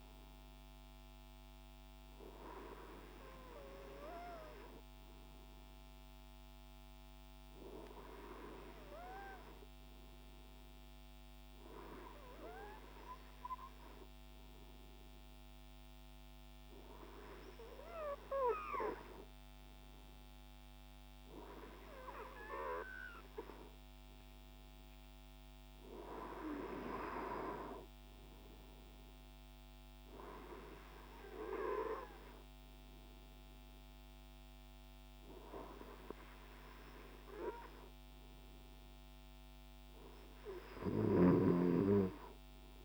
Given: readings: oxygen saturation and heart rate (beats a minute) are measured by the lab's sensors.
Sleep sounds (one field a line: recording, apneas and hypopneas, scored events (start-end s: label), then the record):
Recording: breathing in sleep by a microphone on the trachea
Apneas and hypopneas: none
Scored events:
none scored
From the record:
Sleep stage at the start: N2 (light sleep)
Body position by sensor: on the right side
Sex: male